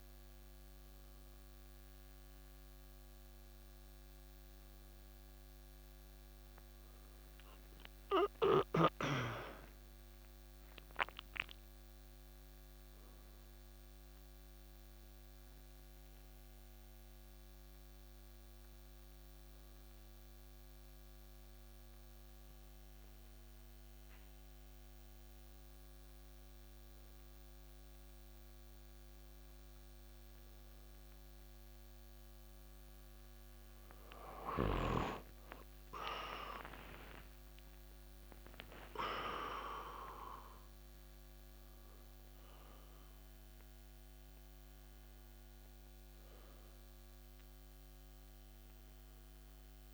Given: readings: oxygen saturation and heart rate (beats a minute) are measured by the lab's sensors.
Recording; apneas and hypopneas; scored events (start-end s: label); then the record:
a person awake in a sleep study, by a microphone on the trachea; none
2.00-49.93 s: new sleep stage, awake
From the record:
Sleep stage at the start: N2 (light sleep); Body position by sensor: on the back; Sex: male